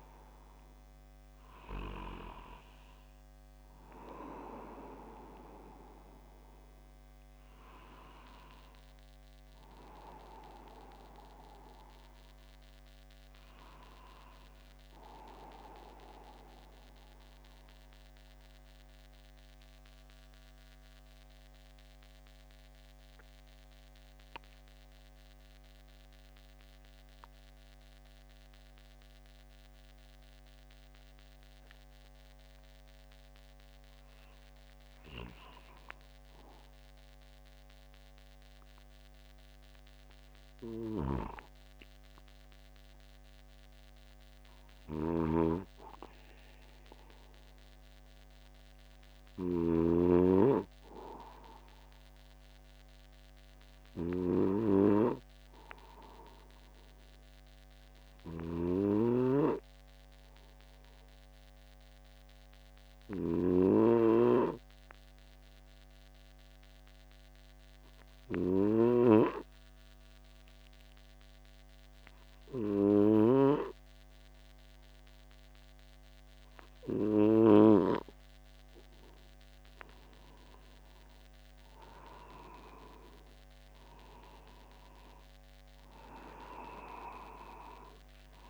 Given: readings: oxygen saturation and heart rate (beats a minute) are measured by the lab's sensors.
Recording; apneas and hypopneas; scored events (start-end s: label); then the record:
breathing in sleep by a microphone on the trachea; 2
8.00-12.00 s: arousal
13.00-37.00 s: oxygen desaturation (device-marked, oxygen 96% before, 93% lowest, heart rate 50 before, 49 extreme)
15.50-36.00 s: mixed apnea (oxygen 97% before, 93% lowest, heart rate 50 before, 49 extreme, up 0 after)
38.50-41.50 s: arousal
41.00-78.00 s: snoring (device-marked)
46.00-78.50 s: obstructive apnea (oxygen 98% before, 93% lowest, heart rate 51 before, 49 extreme, up 1 after)
81.00-88.50 s: new sleep stage, awake
From the record:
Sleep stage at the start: N2 (light sleep); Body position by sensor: upright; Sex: male